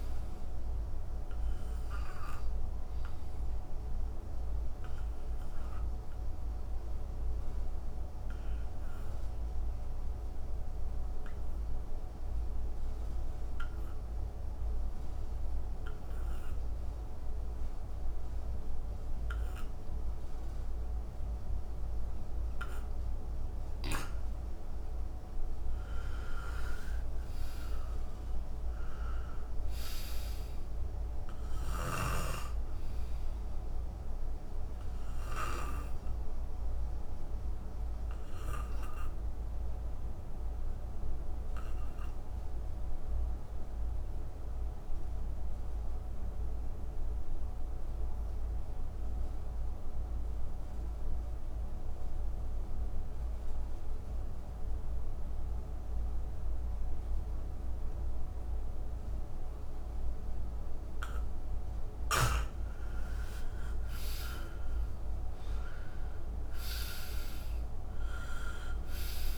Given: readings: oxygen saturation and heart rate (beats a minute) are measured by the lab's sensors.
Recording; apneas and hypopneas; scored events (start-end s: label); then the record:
breathing in sleep by a room microphone; 2
0.00-12.50 s: oxygen desaturation (device-marked, oxygen 88% lowest, heart rate 62 extreme)
3.50-24.50 s: obstructive apnea (oxygen 98% before, 81% lowest, heart rate 67 before, 62 extreme, up 6 after)
24.50-44.50 s: oxygen desaturation (device-marked, oxygen 97% before, 86% lowest, heart rate 65 before, 62 extreme)
26.50-31.00 s: arousal
35.50-61.00 s: obstructive apnea (oxygen 97% before, 81% lowest, heart rate 67 before, 61 extreme, up 13 after)
58.50-69.38 s: oxygen desaturation (device-marked, oxygen 97% before, 81% lowest, heart rate 65 before, 61 extreme)
62.50-67.00 s: arousal
From the record:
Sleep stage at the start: N2 (light sleep); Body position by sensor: on the back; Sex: male